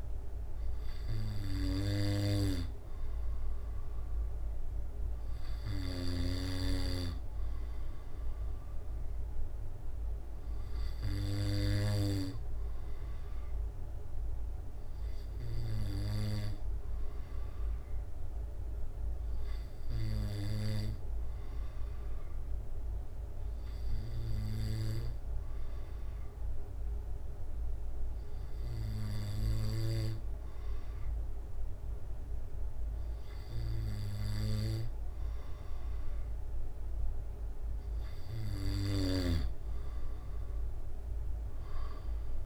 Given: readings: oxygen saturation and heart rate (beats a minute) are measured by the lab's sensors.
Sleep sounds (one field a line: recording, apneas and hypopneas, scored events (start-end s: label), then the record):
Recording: breathing in sleep by a room microphone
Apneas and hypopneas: 1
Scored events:
17.50-34.50 s: hypopnea (oxygen 96% before, 94% lowest, heart rate 68 before, 67 extreme, up 3 after)
From the record:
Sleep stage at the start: N2 (light sleep)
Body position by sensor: on the back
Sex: male